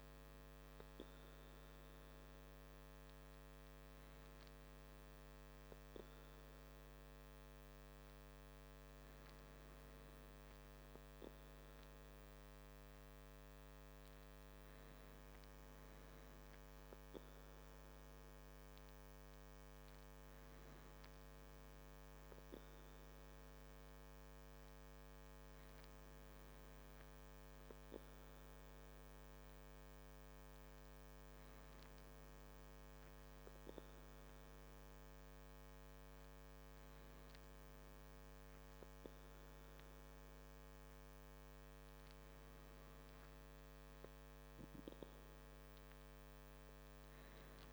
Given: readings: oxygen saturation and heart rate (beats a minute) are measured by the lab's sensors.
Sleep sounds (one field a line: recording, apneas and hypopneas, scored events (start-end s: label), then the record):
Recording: breathing in sleep, hard to hear, by a microphone on the trachea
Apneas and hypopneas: none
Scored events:
none scored
From the record:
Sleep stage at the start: N2 (light sleep)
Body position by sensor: on the back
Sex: male